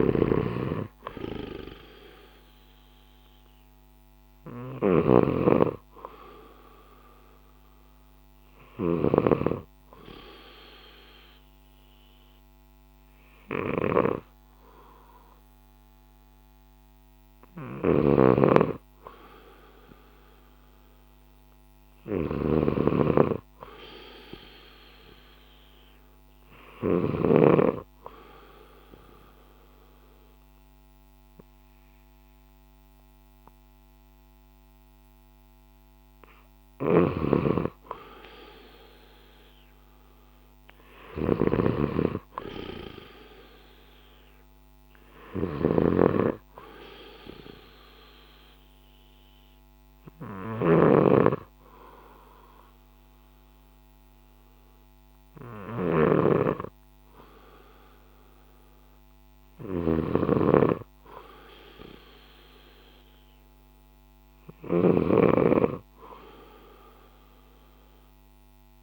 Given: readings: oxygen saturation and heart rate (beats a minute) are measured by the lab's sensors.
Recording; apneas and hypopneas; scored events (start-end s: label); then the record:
breathing in sleep by a microphone on the trachea; 1
0.00-1.00 s: arousal
0.00-27.00 s: snoring (device-marked)
7.50-22.50 s: oxygen desaturation (device-marked, oxygen 95% before, 91% lowest, heart rate 58 before, 56 extreme)
28.00-38.00 s: obstructive apnea (oxygen 95% before, 91% lowest, heart rate 60 before, 56 extreme, up 5 after)
36.50-68.83 s: snoring (device-marked)
41.00-45.00 s: arousal
From the record:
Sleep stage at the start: N2 (light sleep); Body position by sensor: on the left side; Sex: male